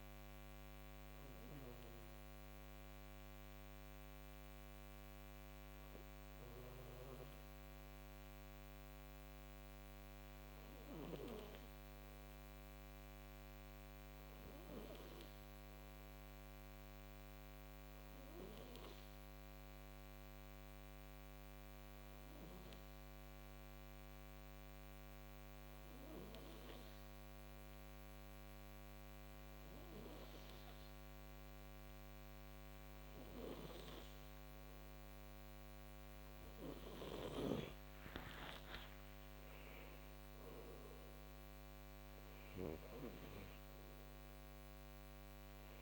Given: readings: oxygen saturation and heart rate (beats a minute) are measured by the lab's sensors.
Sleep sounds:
breathing in sleep by a microphone on the trachea; 1
16.00-34.50 s: hypopnea (oxygen 97% before, 92% lowest, heart rate 54 before, 49 extreme, up 13 after)
36.50-41.50 s: arousal
39.00-45.82 s: oxygen desaturation (device-marked, oxygen 95% before, 92% lowest, heart rate 55 before, 49 extreme)
From the record:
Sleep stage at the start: N2 (light sleep); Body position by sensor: on the right side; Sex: male

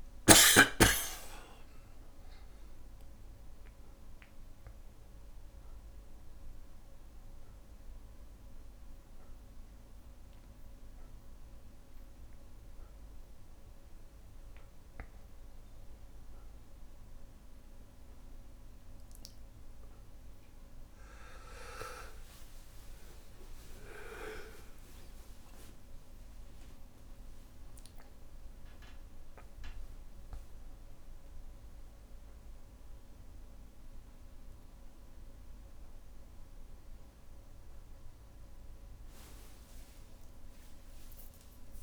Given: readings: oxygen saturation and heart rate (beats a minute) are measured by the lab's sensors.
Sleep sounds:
a person awake in a sleep study, by a room microphone; none
0.50-2.50 s: long interval between heartbeats (device-marked, heart rate 82 before, 89 extreme)
22.50-27.50 s: tachycardia (device-marked, heart rate 66 before, 116 extreme)
24.00-26.00 s: long interval between heartbeats (device-marked, heart rate 71 before, 76 extreme)
26.00-28.00 s: long interval between heartbeats (device-marked, heart rate 70 before, 112 extreme)
38.50-41.83 s: tachycardia (device-marked, heart rate 67 before, 165 extreme)
From the record:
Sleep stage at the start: awake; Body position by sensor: on the back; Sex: male

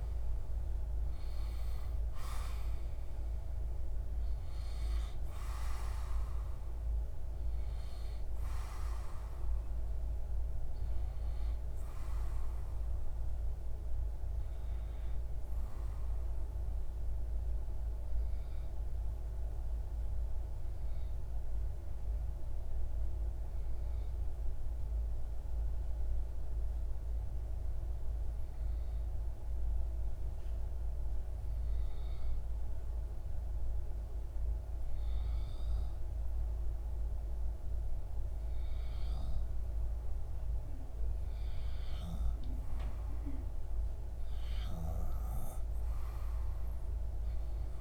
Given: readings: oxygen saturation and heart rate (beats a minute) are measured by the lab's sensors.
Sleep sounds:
breathing in sleep, hard to hear, by a room microphone; 1
0.00-1.00 s: arousal
18.50-34.00 s: obstructive apnea (oxygen 97% before, 93% lowest)
40.00-47.81 s: oxygen desaturation (device-marked, oxygen 97% before, 93% lowest)
42.00-47.00 s: arousal
From the record:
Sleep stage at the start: N2 (light sleep); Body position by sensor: on the back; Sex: male

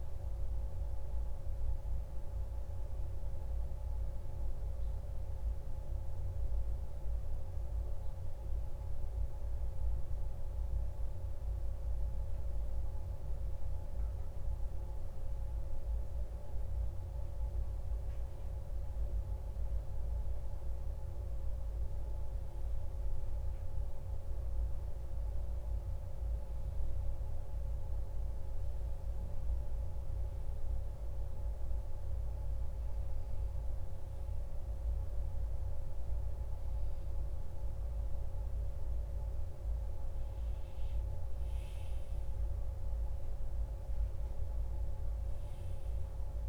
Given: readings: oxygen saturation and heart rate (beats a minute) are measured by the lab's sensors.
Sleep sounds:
breathing in sleep, hard to hear, by a room microphone; none
9.00-39.00 s: new sleep stage, N2 (light sleep)
39.00-46.48 s: new sleep stage, N1 (lightest sleep)
From the record:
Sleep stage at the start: N1 (lightest sleep); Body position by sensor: on the back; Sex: male

